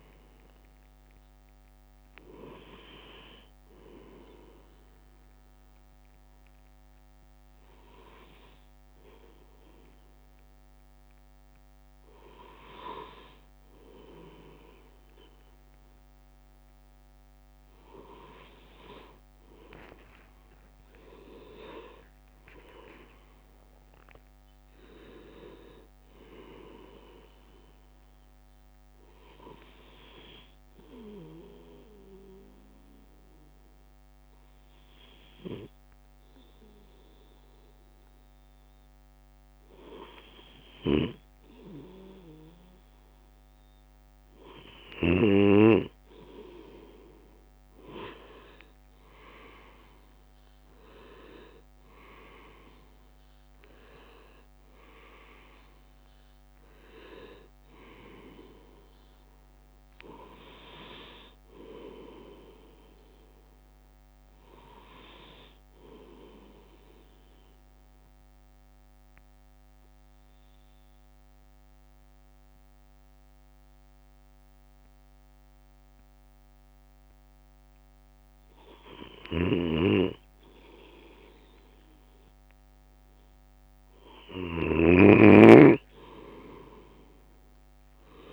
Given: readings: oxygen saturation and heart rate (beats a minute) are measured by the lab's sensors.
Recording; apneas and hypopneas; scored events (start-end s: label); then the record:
breathing in sleep by a microphone on the trachea; 3
0.00-7.00 s: drop in pulse transit time (device-marked, heart rate 52 extreme)
4.00-15.00 s: hypopnea (oxygen 99% before, 95% lowest, heart rate 59 before, 51 extreme, up 7 after)
19.50-22.50 s: arousal
23.00-35.00 s: drop in pulse transit time (device-marked, heart rate 54 before, 51 extreme)
29.00-42.00 s: obstructive apnea (oxygen 98% before, 95% lowest, heart rate 56 before, 51 extreme, up 9 after)
47.00-51.50 s: arousal
54.00-67.00 s: drop in pulse transit time (device-marked, heart rate 56 before, 59 extreme)
64.00-81.50 s: obstructive apnea (oxygen 98% before, 95% lowest, heart rate 61 before, 53 extreme, up 7 after)
86.00-88.33 s: arousal
From the record:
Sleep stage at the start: N2 (light sleep); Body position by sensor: on the back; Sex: male